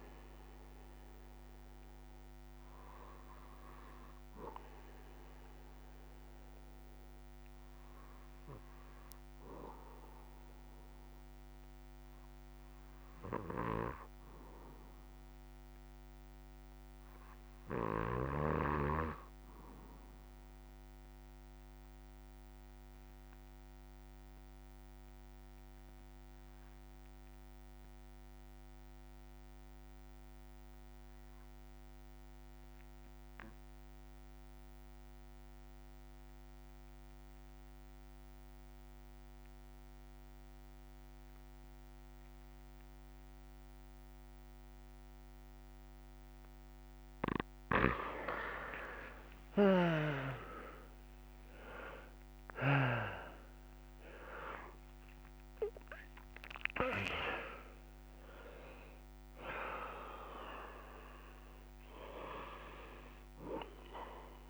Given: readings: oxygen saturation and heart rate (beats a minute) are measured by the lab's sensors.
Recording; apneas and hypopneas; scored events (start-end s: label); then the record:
breathing in sleep by a microphone on the trachea; 1
21.00-47.00 s: obstructive apnea (oxygen 97% before, 89% lowest, heart rate 58 before, 48 extreme, up 21 after)
49.50-53.00 s: snoring (device-marked)
50.50-64.50 s: oxygen desaturation (device-marked, oxygen 97% before, 89% lowest, heart rate 50 before, 55 extreme)
From the record:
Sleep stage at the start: N1 (lightest sleep); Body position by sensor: on the back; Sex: male